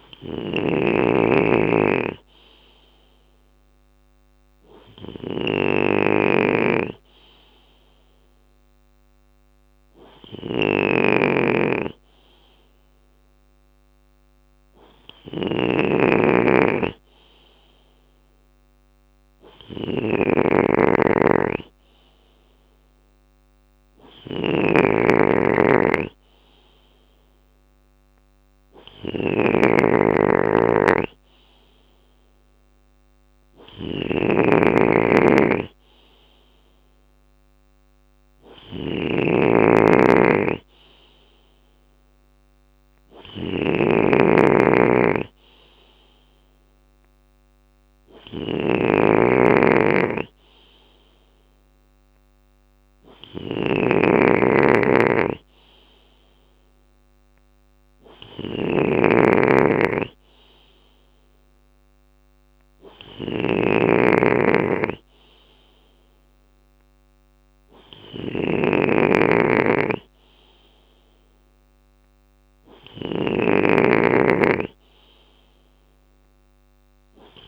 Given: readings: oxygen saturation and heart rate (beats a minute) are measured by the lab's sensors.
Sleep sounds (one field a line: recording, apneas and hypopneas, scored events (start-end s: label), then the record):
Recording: breathing in sleep by a microphone on the trachea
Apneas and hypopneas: none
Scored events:
0.00-77.48 s: bradycardia (device-marked, heart rate 55 extreme)
0.00-77.48 s: snoring (device-marked)
From the record:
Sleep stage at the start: N2 (light sleep)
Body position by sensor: on the left side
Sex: male